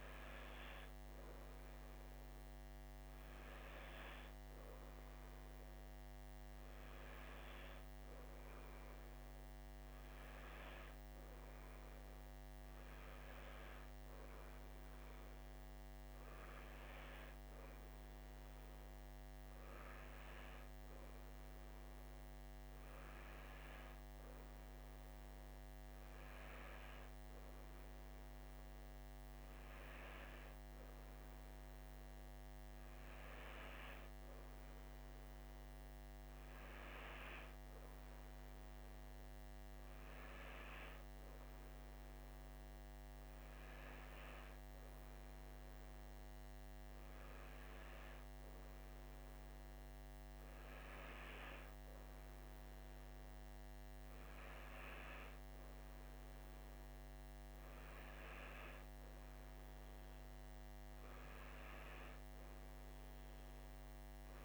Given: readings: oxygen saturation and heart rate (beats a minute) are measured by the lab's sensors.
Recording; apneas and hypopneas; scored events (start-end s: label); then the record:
breathing in sleep by a microphone on the trachea; none
none scored
From the record:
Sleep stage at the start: N2 (light sleep); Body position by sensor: on the right side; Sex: male